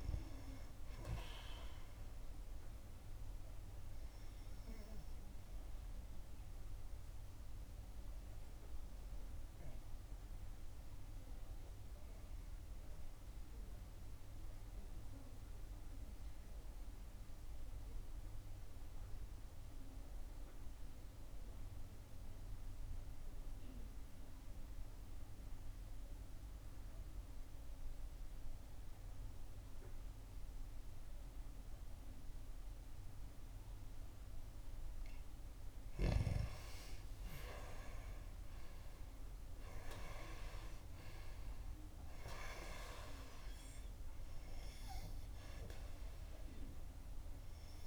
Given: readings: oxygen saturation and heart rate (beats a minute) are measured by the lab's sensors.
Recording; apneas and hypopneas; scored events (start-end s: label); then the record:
breathing in sleep by a room microphone; 1
0.00-25.50 s: oxygen desaturation (device-marked, oxygen 88% lowest, heart rate 51 extreme)
5.00-36.00 s: obstructive apnea (oxygen 97% before, 86% lowest, heart rate 69 before, 51 extreme, up 11 after)
36.50-47.87 s: oxygen desaturation (device-marked, oxygen 98% before, 86% lowest, heart rate 60 before, 53 extreme)
37.50-42.50 s: arousal
From the record:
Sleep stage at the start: N2 (light sleep); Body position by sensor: on the back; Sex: female